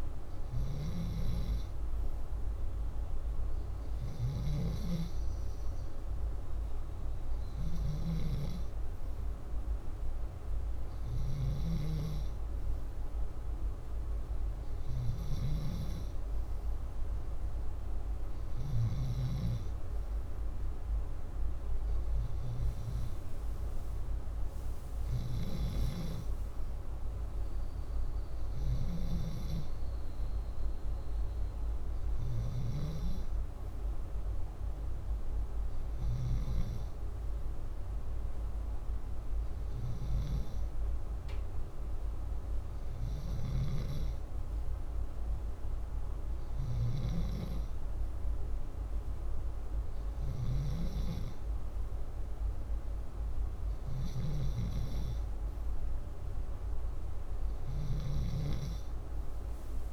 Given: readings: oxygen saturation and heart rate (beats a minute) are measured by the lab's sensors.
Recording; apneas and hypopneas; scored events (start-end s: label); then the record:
breathing in sleep, hard to hear, by a room microphone; none
3.50-11.00 s: snoring (device-marked)
From the record:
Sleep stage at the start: N2 (light sleep); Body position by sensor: upright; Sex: male